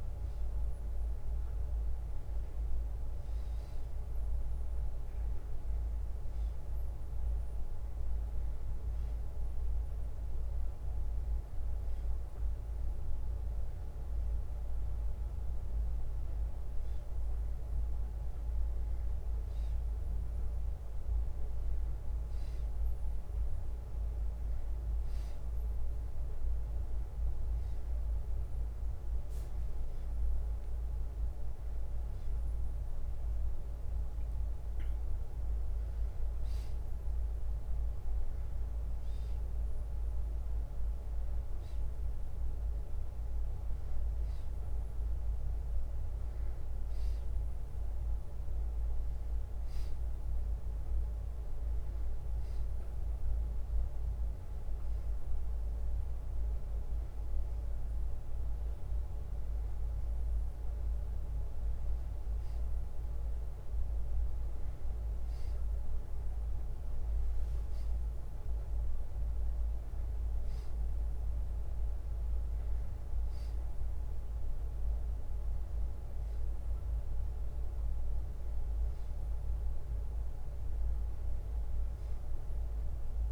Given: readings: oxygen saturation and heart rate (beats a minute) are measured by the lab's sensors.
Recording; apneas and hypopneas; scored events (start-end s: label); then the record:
a person awake in a sleep study, hard to hear, by a room microphone; none
49.50-51.50 s: long interval between heartbeats (device-marked, heart rate 63 before, 66 extreme)
From the record:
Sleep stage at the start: awake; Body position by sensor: on the back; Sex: male